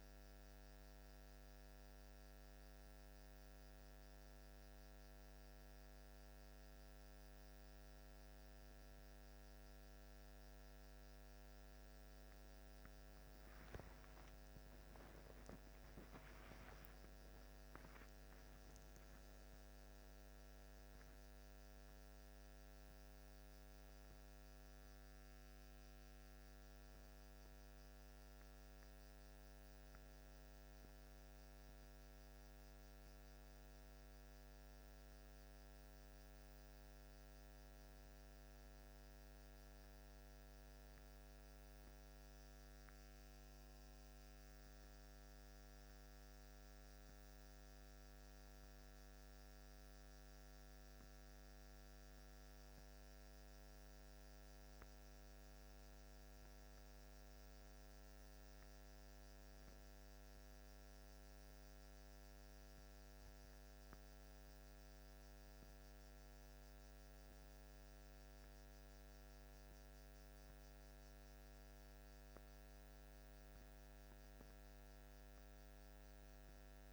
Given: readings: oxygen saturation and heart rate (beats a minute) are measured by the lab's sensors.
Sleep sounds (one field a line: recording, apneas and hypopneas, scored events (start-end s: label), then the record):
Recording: a person awake in a sleep study, hard to hear, by a microphone on the trachea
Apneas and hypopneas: none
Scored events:
none scored
From the record:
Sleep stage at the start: awake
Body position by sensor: on the back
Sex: male